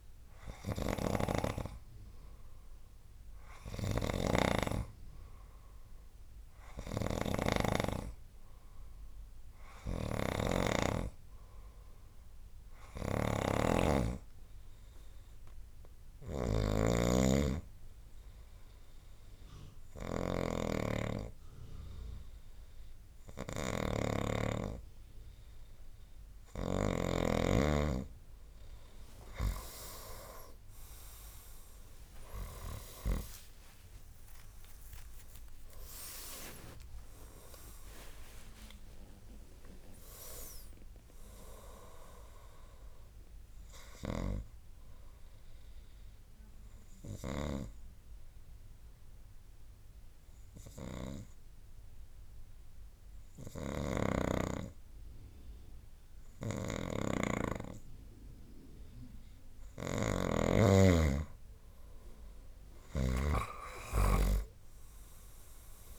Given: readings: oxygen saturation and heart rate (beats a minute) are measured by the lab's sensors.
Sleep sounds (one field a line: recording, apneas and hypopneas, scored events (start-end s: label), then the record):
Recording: breathing in sleep by a room microphone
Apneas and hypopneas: 1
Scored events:
0.00-27.00 s: snoring (device-marked)
32.50-36.50 s: tachycardia (device-marked, heart rate 72 before, 110 extreme)
34.00-38.00 s: arousal
45.50-59.50 s: hypopnea (oxygen 97% before, 92% lowest, heart rate 87 before, 61 extreme, up 9 after)
53.50-60.50 s: snoring (device-marked)
62.50-65.99 s: snoring (device-marked)
64.00-65.99 s: arousal
From the record:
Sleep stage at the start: N2 (light sleep)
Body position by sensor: on the right side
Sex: male